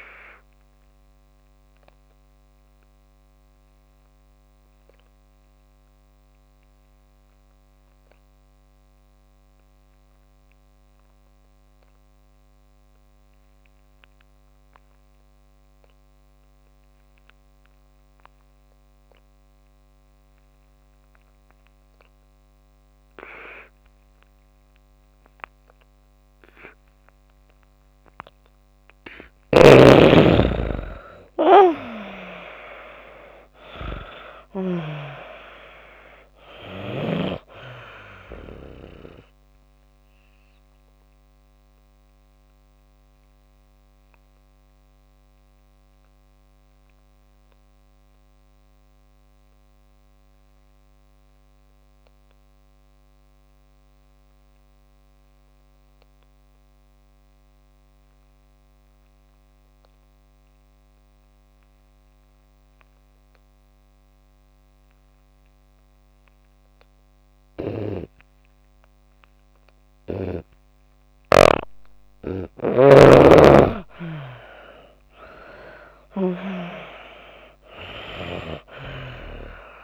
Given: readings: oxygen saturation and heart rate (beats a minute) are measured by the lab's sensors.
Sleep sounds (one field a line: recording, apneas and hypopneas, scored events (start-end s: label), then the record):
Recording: breathing in sleep by a microphone on the trachea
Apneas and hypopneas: 2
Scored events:
0.00-27.50 s: oxygen desaturation (device-marked, oxygen 82% lowest)
0.50-28.50 s: obstructive apnea (oxygen 97% before, 80% lowest)
30.50-34.00 s: arousal
39.00-70.50 s: obstructive apnea (oxygen 96% before, 80% lowest)
44.50-64.50 s: oxygen desaturation (device-marked, oxygen 94% before, 80% lowest)
72.50-75.50 s: arousal
From the record:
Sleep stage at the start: N2 (light sleep)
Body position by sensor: on the back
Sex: female